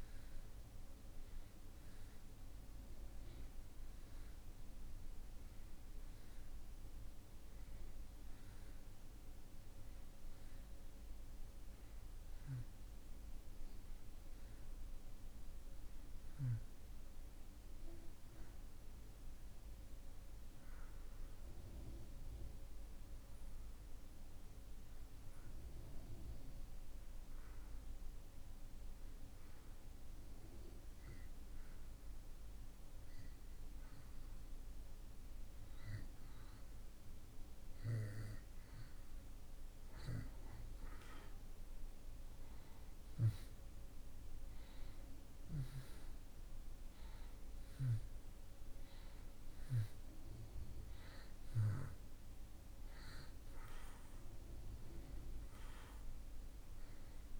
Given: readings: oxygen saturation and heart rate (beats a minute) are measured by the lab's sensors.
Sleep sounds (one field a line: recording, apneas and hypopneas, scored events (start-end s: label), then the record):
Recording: breathing in sleep, hard to hear, by a room microphone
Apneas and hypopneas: 1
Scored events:
0.00-25.50 s: oxygen desaturation (device-marked, oxygen 87% lowest)
20.00-38.50 s: hypopnea (oxygen 93% before, 86% lowest)
40.50-44.50 s: arousal
44.50-57.40 s: oxygen desaturation (device-marked, oxygen 94% before, 87% lowest)
From the record:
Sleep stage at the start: N2 (light sleep)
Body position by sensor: on the back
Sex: male